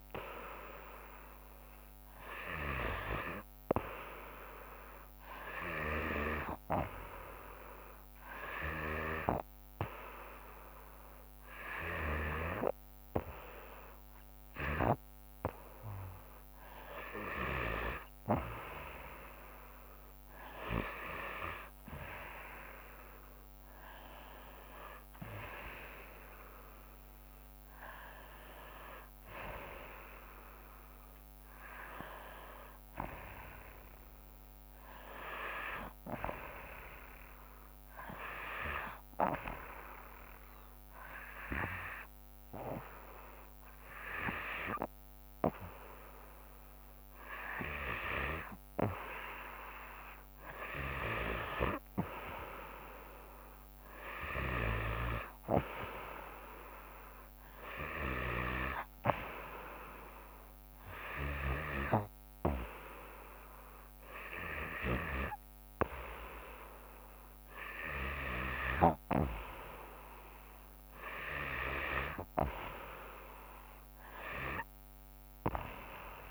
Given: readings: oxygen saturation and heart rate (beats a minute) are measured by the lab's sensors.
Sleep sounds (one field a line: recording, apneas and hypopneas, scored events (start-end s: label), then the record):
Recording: breathing in sleep by a microphone on the trachea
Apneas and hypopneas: 2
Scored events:
2.50-6.50 s: snoring (device-marked)
5.00-8.00 s: arousal
8.50-12.50 s: snoring (device-marked)
11.00-23.00 s: obstructive apnea (oxygen 96% before, 93% lowest, heart rate 77 before, 74 extreme, up 6 after)
22.00-37.00 s: drop in pulse transit time (device-marked, heart rate 74 before, 75 extreme)
26.00-28.50 s: arousal
32.00-35.00 s: arousal
38.50-49.50 s: hypopnea (oxygen 96% before, 93% lowest, heart rate 77 before, 74 extreme, up 4 after)
51.00-68.50 s: snoring (device-marked)
52.00-55.00 s: arousal
72.00-76.31 s: tachycardia (device-marked, heart rate 74 before, 118 extreme)
74.00-76.31 s: drop in pulse transit time (device-marked, heart rate 78 before, 84 extreme)
From the record:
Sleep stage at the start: N2 (light sleep)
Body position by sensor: on the back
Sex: female